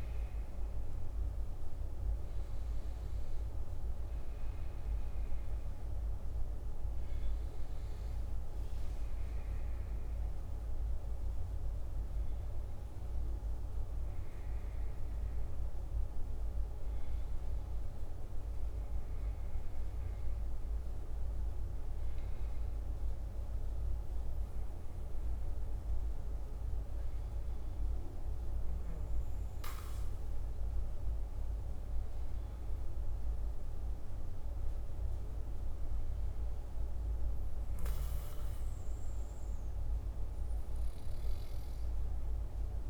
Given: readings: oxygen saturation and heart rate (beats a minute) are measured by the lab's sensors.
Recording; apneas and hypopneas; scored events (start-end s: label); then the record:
breathing in sleep, hard to hear, by a room microphone; none
0.00-4.00 s: oxygen desaturation (device-marked, oxygen 70% lowest, heart rate 52 extreme)
From the record:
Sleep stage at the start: N1 (lightest sleep); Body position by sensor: on the back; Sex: male